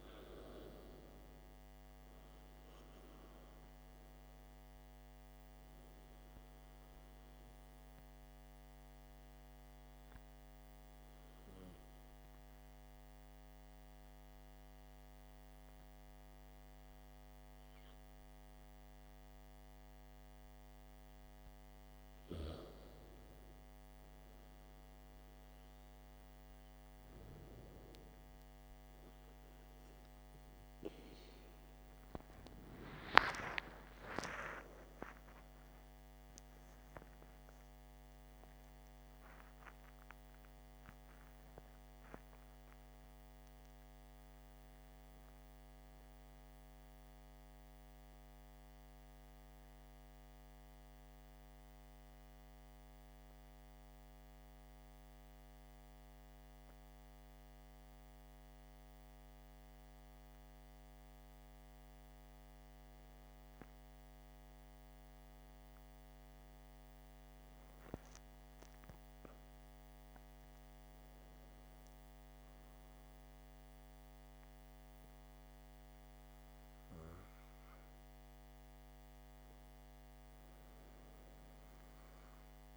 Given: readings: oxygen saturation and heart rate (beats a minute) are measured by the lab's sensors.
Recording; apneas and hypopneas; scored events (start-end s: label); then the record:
breathing in sleep by a microphone on the trachea; 2
7.50-21.00 s: obstructive apnea (oxygen 96% before, 94% lowest, heart rate 58 before, 55 extreme, up 5 after)
33.00-38.50 s: arousal
53.00-67.00 s: hypopnea (oxygen 96% before, 94% lowest, heart rate 63 before, 53 extreme, up 8 after)
69.50-72.50 s: arousal
From the record:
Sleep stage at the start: N2 (light sleep); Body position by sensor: on the back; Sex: male